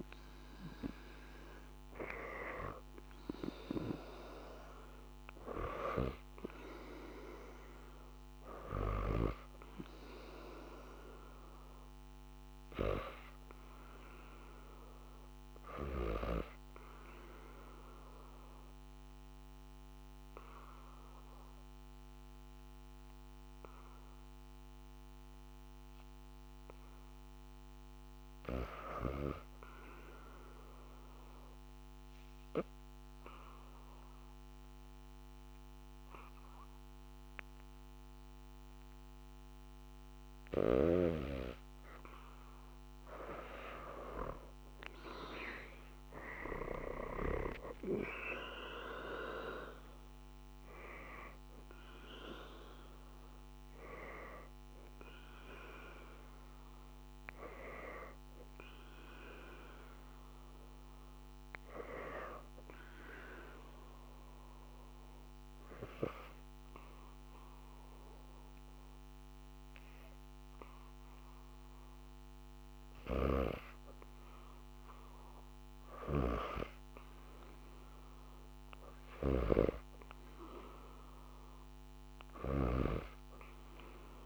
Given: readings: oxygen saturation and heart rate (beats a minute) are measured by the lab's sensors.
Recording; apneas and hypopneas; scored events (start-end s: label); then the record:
breathing in sleep by a microphone on the trachea; 3
0.00-1.00 s: arousal
0.00-20.00 s: oxygen desaturation (device-marked, oxygen 94% lowest, heart rate 73 extreme)
15.50-26.00 s: obstructive apnea (oxygen 97% before, 86% lowest, heart rate 80 before, 73 extreme, up 0 after)
27.00-29.50 s: arousal
31.50-42.50 s: obstructive apnea (oxygen 98% before, 86% lowest, heart rate 78 before, 74 extreme, up 9 after)
35.00-63.00 s: oxygen desaturation (device-marked, oxygen 98% before, 86% lowest, heart rate 77 before, 74 extreme)
45.50-49.50 s: arousal
62.00-73.00 s: obstructive apnea (oxygen 97% before, 88% lowest, heart rate 82 before, 77 extreme, up 0 after)
74.50-78.00 s: arousal
75.50-82.50 s: snoring (device-marked)
From the record:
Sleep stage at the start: N2 (light sleep); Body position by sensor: on the back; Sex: female